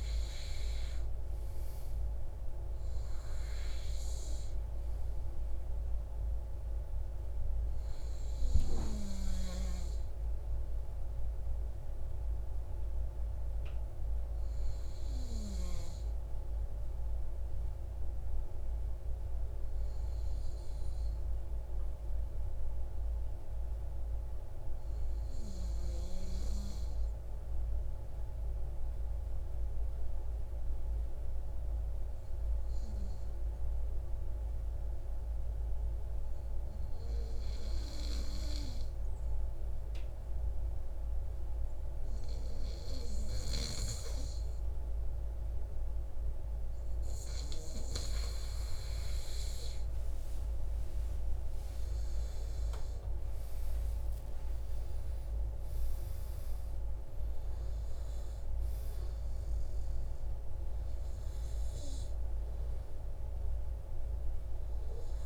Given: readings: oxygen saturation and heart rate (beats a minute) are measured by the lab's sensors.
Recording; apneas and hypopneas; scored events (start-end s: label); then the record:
breathing in sleep, hard to hear, by a room microphone; 1
11.50-47.50 s: obstructive apnea (oxygen 97% before, 94% lowest, heart rate 115 before, 72 extreme)
50.50-56.50 s: arousal
From the record:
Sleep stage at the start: N2 (light sleep); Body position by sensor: on the right side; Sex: male